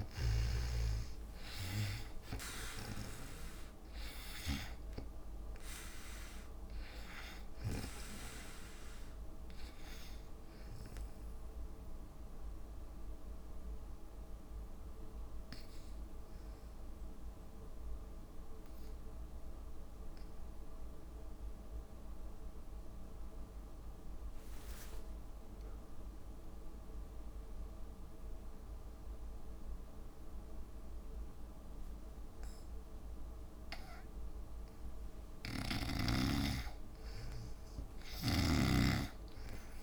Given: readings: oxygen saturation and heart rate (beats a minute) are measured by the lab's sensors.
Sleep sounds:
breathing in sleep by a room microphone; 1
0.00-17.50 s: oxygen desaturation (device-marked, oxygen 81% lowest, heart rate 53 extreme)
12.00-32.50 s: obstructive apnea (oxygen 97% before, 79% lowest, heart rate 66 before, 54 extreme, up 11 after)
25.50-35.50 s: drop in pulse transit time (device-marked, heart rate 56 before, 55 extreme)
31.50-39.83 s: oxygen desaturation (device-marked, oxygen 98% before, 79% lowest, heart rate 55 before, 56 extreme)
36.50-39.83 s: arousal
From the record:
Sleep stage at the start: N2 (light sleep); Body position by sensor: on the back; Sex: female

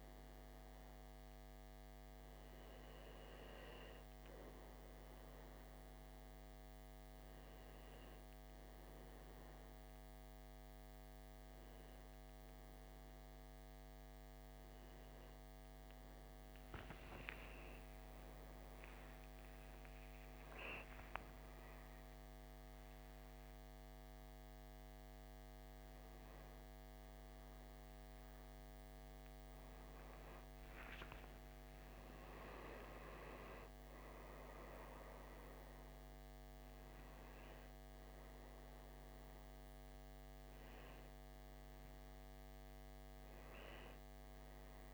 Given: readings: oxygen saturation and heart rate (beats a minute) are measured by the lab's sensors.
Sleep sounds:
a person awake in a sleep study, hard to hear, by a microphone on the trachea; none
9.00-39.00 s: new sleep stage, awake
39.00-44.94 s: new sleep stage, N1 (lightest sleep)
41.00-44.94 s: oxygen desaturation (device-marked, oxygen 95% before, 91% lowest, heart rate 97 before, 58 extreme)
From the record:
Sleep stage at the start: N1 (lightest sleep); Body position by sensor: on the back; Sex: male

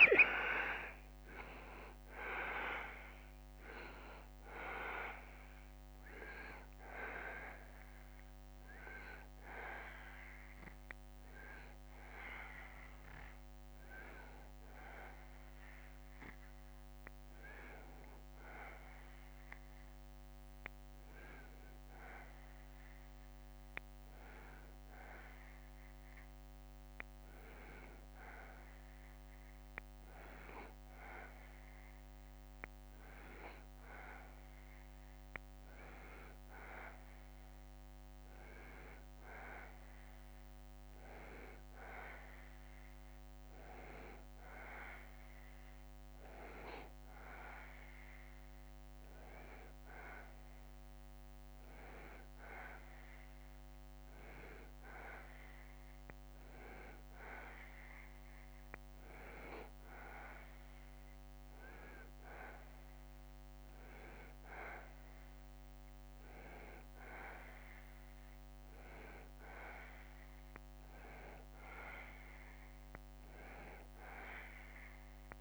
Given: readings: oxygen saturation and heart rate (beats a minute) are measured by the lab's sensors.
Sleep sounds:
breathing in sleep by a microphone on the trachea; 1
0.00-24.00 s: oxygen desaturation (device-marked, oxygen 87% lowest, heart rate 73 extreme)
25.50-29.00 s: arousal
33.00-51.00 s: hypopnea (oxygen 96% before, 92% lowest, heart rate 75 before, 73 extreme, up 1 after)
57.00-60.50 s: arousal
From the record:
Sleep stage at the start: N2 (light sleep); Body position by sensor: on the back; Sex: male

